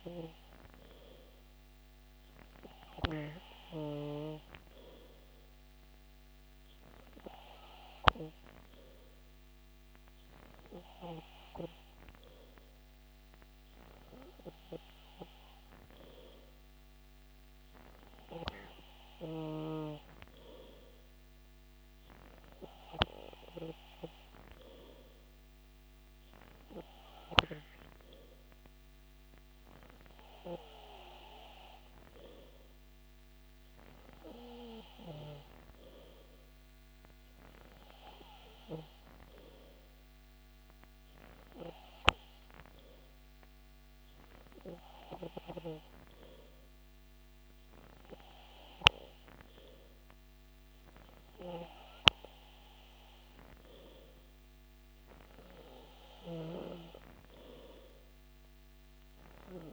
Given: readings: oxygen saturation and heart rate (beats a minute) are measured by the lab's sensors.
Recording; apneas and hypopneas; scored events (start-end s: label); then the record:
breathing in sleep by a microphone on the trachea; none
none scored
From the record:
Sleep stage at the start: N3 (deep sleep); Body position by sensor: on the back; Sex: male